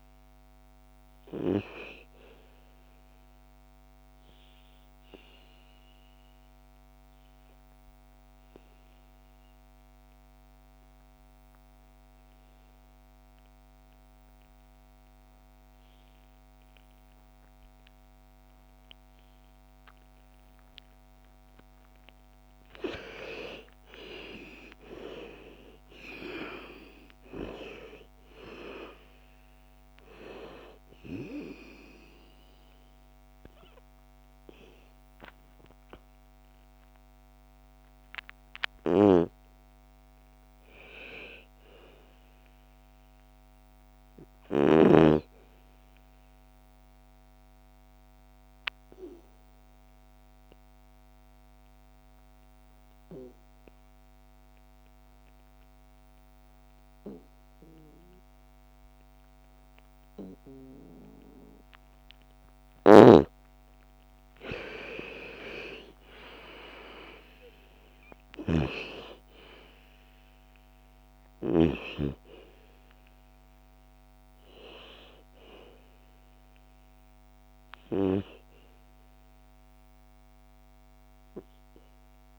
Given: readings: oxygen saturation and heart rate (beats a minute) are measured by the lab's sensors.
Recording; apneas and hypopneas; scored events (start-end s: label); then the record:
breathing in sleep by a microphone on the trachea; 2
3.50-21.00 s: obstructive apnea (oxygen 99% before, 81% lowest, heart rate 64 before, 54 extreme, up 17 after)
21.50-44.50 s: oxygen desaturation (device-marked, oxygen 96% before, 81% lowest, heart rate 57 before, 57 extreme)
22.50-27.00 s: arousal
46.00-61.50 s: obstructive apnea (oxygen 96% before, 83% lowest, heart rate 66 before, 57 extreme, up 10 after)
62.00-66.00 s: arousal
64.50-82.39 s: oxygen desaturation (device-marked, oxygen 97% before, 83% lowest, heart rate 59 before, 56 extreme)
From the record:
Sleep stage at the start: N2 (light sleep); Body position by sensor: on the back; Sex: female